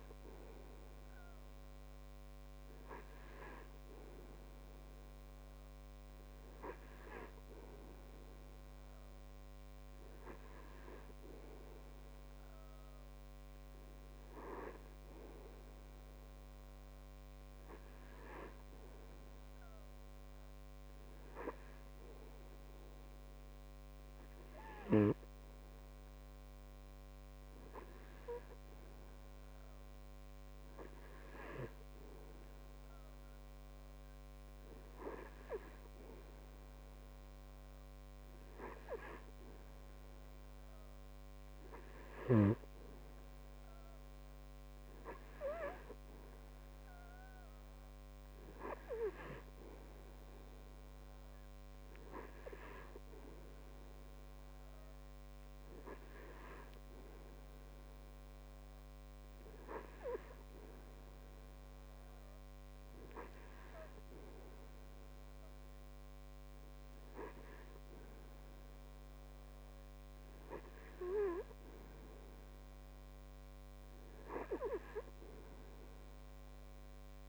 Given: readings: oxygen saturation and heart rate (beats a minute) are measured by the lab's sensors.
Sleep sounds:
breathing in sleep by a microphone on the trachea; none
none scored
From the record:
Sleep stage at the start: N2 (light sleep); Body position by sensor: on the back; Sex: male

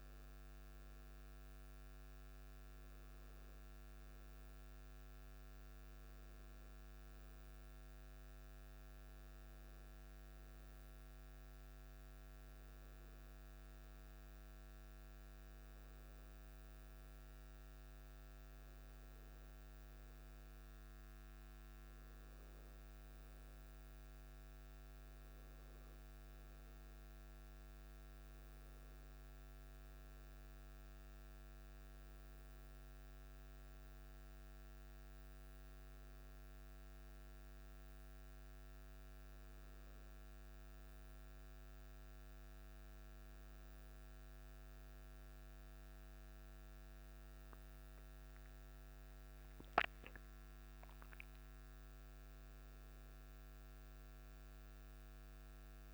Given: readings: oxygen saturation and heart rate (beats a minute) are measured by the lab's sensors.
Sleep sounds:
breathing in sleep, hard to hear, by a microphone on the trachea; none
none scored
From the record:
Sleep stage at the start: N1 (lightest sleep); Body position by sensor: on the back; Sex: male

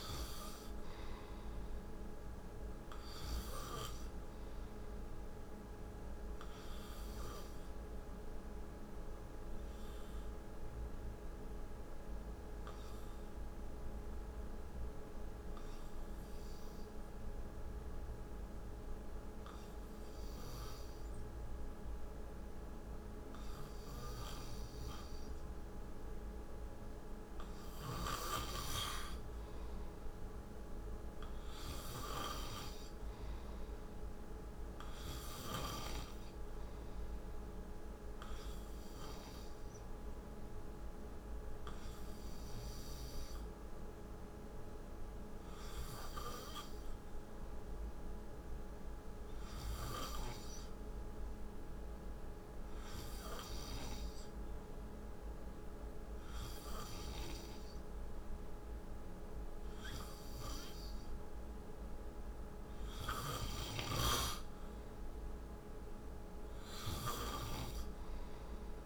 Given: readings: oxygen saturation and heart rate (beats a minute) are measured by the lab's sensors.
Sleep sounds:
breathing in sleep by a room microphone; 2
0.00-16.00 s: oxygen desaturation (device-marked, oxygen 92% lowest, heart rate 49 extreme)
9.50-26.50 s: obstructive apnea (oxygen 96% before, 93% lowest, heart rate 59 before, 53 extreme, up 6 after)
29.50-32.50 s: arousal
30.00-50.00 s: oxygen desaturation (device-marked, oxygen 97% before, 93% lowest, heart rate 56 before, 52 extreme)
37.00-55.50 s: hypopnea (oxygen 97% before, 91% lowest, heart rate 59 before, 52 extreme, up 8 after)
57.50-60.50 s: arousal
From the record:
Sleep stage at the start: N2 (light sleep); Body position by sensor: on the right side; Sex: male

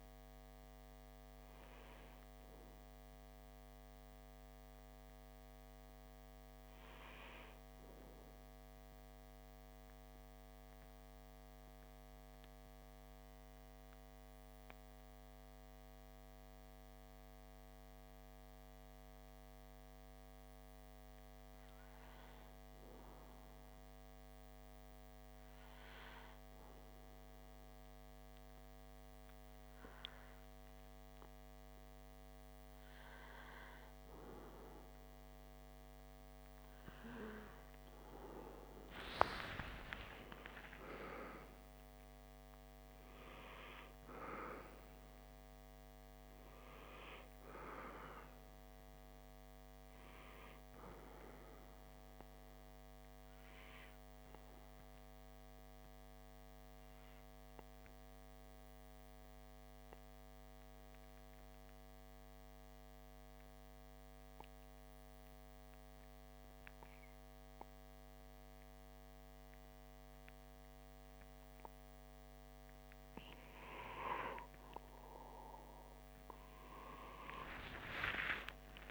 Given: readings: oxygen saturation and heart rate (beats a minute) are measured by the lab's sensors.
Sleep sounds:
breathing in sleep by a microphone on the trachea; 2
0.00-2.00 s: oxygen desaturation (device-marked, oxygen 93% lowest, heart rate 60 extreme)
9.00-20.00 s: central apnea (oxygen 98% before, 96% lowest, heart rate 68 before, 59 extreme, up 0 after)
22.00-26.00 s: arousal
53.50-72.50 s: obstructive apnea (oxygen 98% before, 94% lowest, heart rate 60 before, 56 extreme, up 5 after)
75.50-78.91 s: arousal
From the record:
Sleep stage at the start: N2 (light sleep); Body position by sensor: on the back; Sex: male

